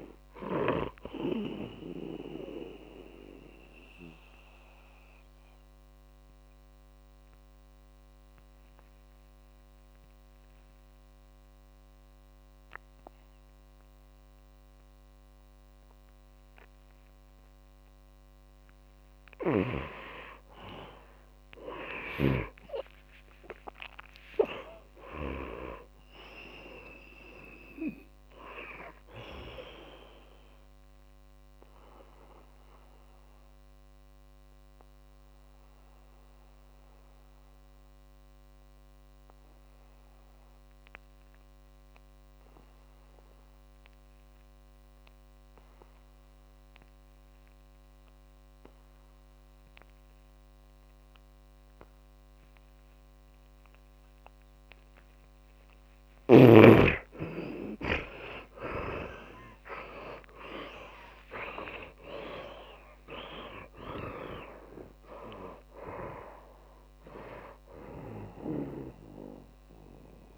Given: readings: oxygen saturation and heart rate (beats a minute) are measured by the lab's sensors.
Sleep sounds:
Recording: breathing in sleep by a microphone on the trachea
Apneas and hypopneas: 2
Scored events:
0.00-19.00 s: oxygen desaturation (device-marked, oxygen 77% lowest, heart rate 59 extreme)
3.00-18.50 s: mixed apnea (oxygen 100% before, 77% lowest, heart rate 83 before, 59 extreme, up 12 after)
20.50-25.00 s: arousal
32.50-54.00 s: mixed apnea (oxygen 100% before, 77% lowest, heart rate 68 before, 49 extreme, up 41 after)
34.00-46.00 s: oxygen desaturation (device-marked, oxygen 100% before, 87% lowest, heart rate 69 before, 49 extreme)
56.00-70.38 s: oxygen desaturation (device-marked, oxygen 99% before, 77% lowest, heart rate 55 before, 46 extreme)
61.00-66.00 s: arousal
From the record:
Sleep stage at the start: N2 (light sleep)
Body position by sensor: on the back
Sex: male

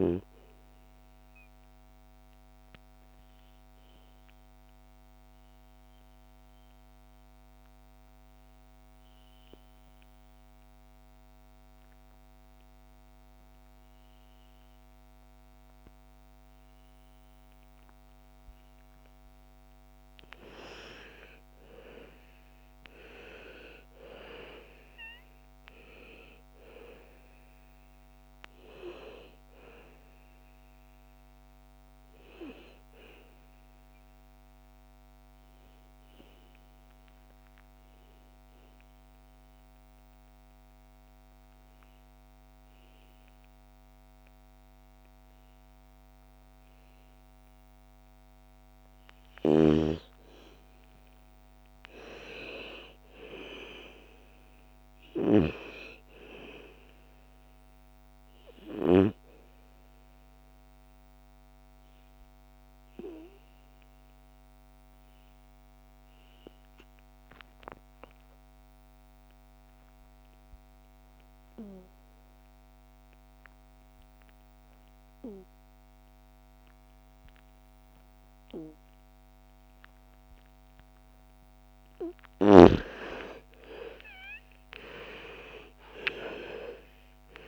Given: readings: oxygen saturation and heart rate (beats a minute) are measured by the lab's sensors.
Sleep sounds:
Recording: breathing in sleep by a microphone on the trachea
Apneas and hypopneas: 3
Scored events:
0.00-11.50 s: oxygen desaturation (device-marked, oxygen 84% lowest, heart rate 55 extreme)
1.00-19.00 s: obstructive apnea (oxygen 98% before, 84% lowest, heart rate 62 before, 55 extreme, up 8 after)
19.50-40.50 s: oxygen desaturation (device-marked, oxygen 100% before, 89% lowest, heart rate 59 before, 54 extreme)
20.00-23.50 s: arousal
33.00-48.00 s: obstructive apnea (oxygen 100% before, 81% lowest, heart rate 61 before, 54 extreme, up 11 after)
50.50-54.50 s: arousal
51.50-68.50 s: oxygen desaturation (device-marked, oxygen 99% before, 91% lowest, heart rate 58 before, 57 extreme)
58.50-80.50 s: obstructive apnea (oxygen 99% before, 81% lowest, heart rate 59 before, 54 extreme, up 11 after)
77.50-87.48 s: oxygen desaturation (device-marked, oxygen 97% before, 81% lowest, heart rate 61 before, 54 extreme)
81.50-86.00 s: arousal
From the record:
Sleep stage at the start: N2 (light sleep)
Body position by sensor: on the back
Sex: female

